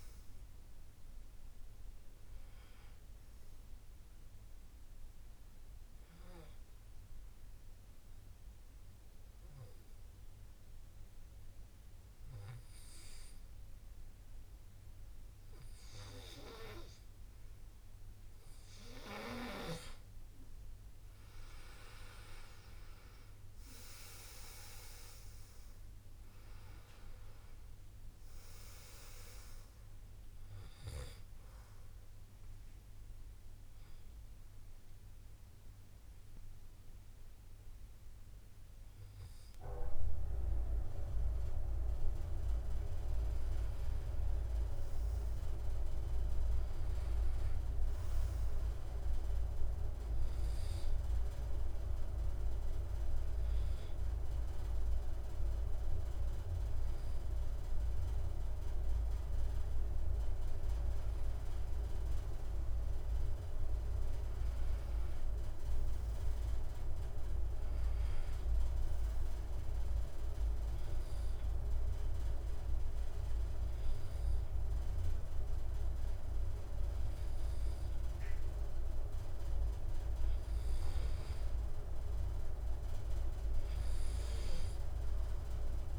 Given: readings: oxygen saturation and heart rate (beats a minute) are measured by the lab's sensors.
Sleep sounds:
breathing in sleep by a room microphone; 4
0.00-3.50 s: arousal
6.00-19.50 s: obstructive apnea (oxygen 98% before, 89% lowest, heart rate 82 before, 30 extreme)
21.50-26.00 s: arousal
23.00-47.00 s: oxygen desaturation (device-marked, oxygen 97% before, 89% lowest)
31.50-42.50 s: obstructive apnea (oxygen 98% before, 89% lowest)
43.50-47.00 s: arousal
50.00-61.00 s: obstructive apnea (oxygen 99% before, 94% lowest)
62.50-66.00 s: arousal
70.50-80.50 s: obstructive apnea (oxygen 99% before, 90% lowest)
82.00-85.98 s: arousal
From the record:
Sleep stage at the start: N2 (light sleep); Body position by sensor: on the back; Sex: male

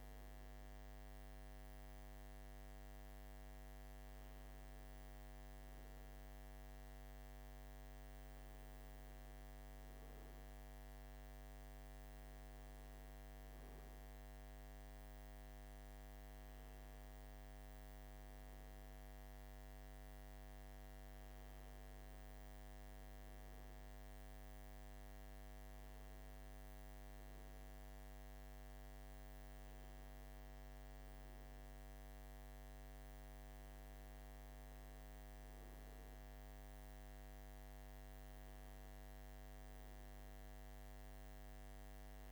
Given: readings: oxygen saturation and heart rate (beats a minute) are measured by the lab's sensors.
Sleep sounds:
a person awake in a sleep study, hard to hear, by a microphone on the trachea; none
none scored
From the record:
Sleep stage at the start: awake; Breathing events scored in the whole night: 239 in 6.0 hours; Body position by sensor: on the right side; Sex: male

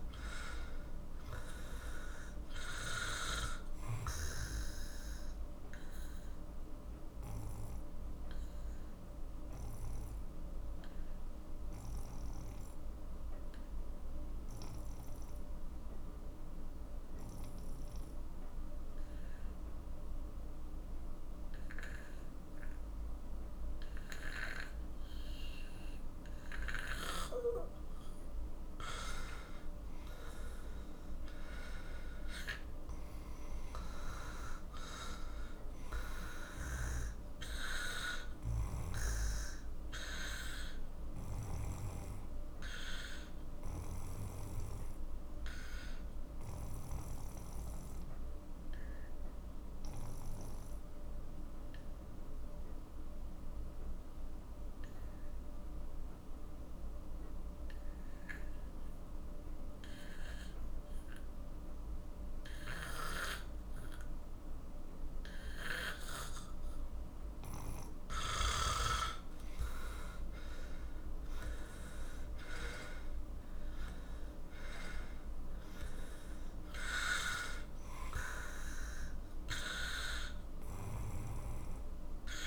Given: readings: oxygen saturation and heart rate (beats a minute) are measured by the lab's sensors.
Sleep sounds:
breathing in sleep by a room microphone; 2
0.00-18.00 s: oxygen desaturation (device-marked, oxygen 92% lowest, heart rate 44 extreme)
5.50-27.50 s: obstructive apnea (oxygen 97% before, 91% lowest, heart rate 52 before, 43 extreme, up 15 after)
29.00-48.00 s: oxygen desaturation (device-marked, oxygen 97% before, 93% lowest, heart rate 46 before, 43 extreme)
29.50-33.50 s: arousal
40.50-68.00 s: obstructive apnea (oxygen 97% before, 90% lowest, heart rate 54 before, 42 extreme, up 12 after)
68.00-82.47 s: oxygen desaturation (device-marked, oxygen 98% before, 91% lowest, heart rate 48 before, 42 extreme)
70.50-75.00 s: arousal
From the record:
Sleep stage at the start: N2 (light sleep); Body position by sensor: on the back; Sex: male

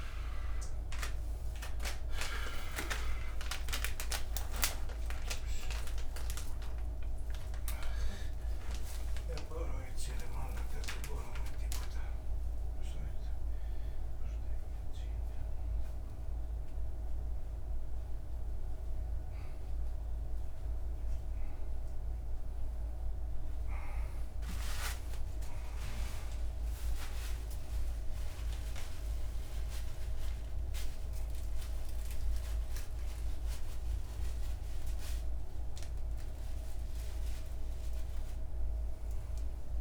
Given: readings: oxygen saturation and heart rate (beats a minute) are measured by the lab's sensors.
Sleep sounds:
a person awake in a sleep study, by a room microphone; none
0.00-2.00 s: oxygen desaturation (device-marked, oxygen 94% lowest)
From the record:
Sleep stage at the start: awake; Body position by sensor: upright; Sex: male

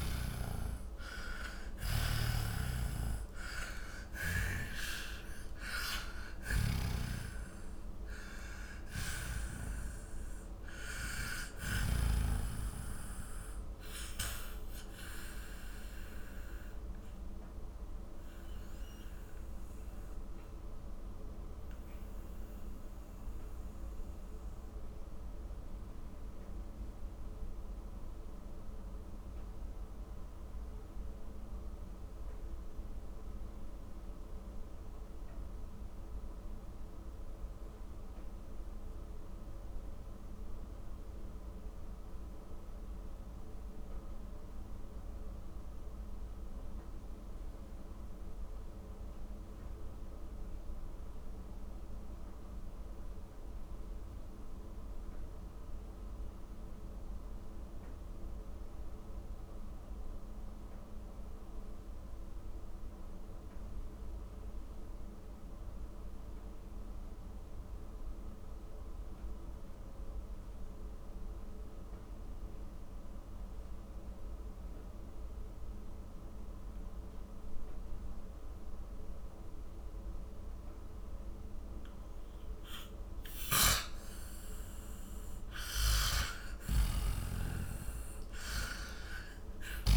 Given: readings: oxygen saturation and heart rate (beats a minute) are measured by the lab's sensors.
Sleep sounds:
breathing in sleep by a room microphone; 1
0.00-2.50 s: arousal
0.00-38.50 s: oxygen desaturation (device-marked, oxygen 82% lowest, heart rate 33 extreme)
2.00-7.00 s: snoring (device-marked)
13.00-85.50 s: mixed apnea (oxygen 98% before, 79% lowest, heart rate 68 before, 38 extreme, up 27 after)
68.50-89.97 s: oxygen desaturation (device-marked, oxygen 99% before, 79% lowest, heart rate 52 before, 40 extreme)
86.50-89.97 s: snoring (device-marked)
87.00-89.97 s: arousal
From the record:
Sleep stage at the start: N2 (light sleep); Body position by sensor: on the back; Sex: male

